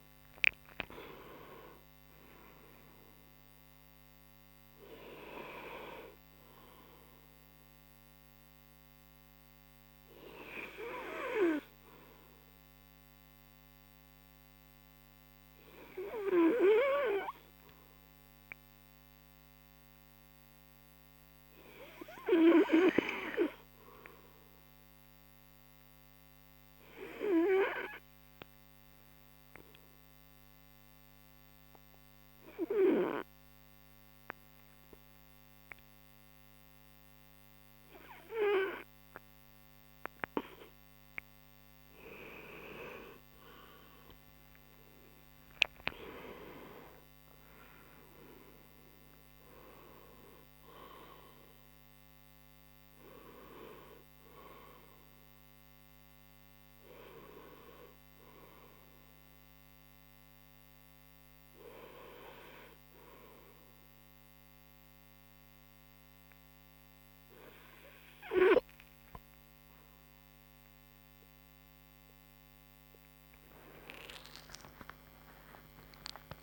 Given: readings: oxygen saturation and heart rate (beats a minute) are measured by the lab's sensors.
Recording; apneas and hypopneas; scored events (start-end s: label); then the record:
breathing in sleep by a microphone on the trachea; 1
0.00-1.00 s: arousal
0.00-12.00 s: oxygen desaturation (device-marked, oxygen 92% lowest)
31.50-42.00 s: obstructive apnea (oxygen 100% before, 91% lowest)
35.00-56.00 s: oxygen desaturation (device-marked, oxygen 100% before, 93% lowest)
43.50-47.50 s: arousal
64.00-74.00 s: oxygen desaturation (device-marked, oxygen 94% before, 91% lowest)
67.00-76.43 s: new sleep stage, awake
From the record:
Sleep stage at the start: N2 (light sleep); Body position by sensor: on the right side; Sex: male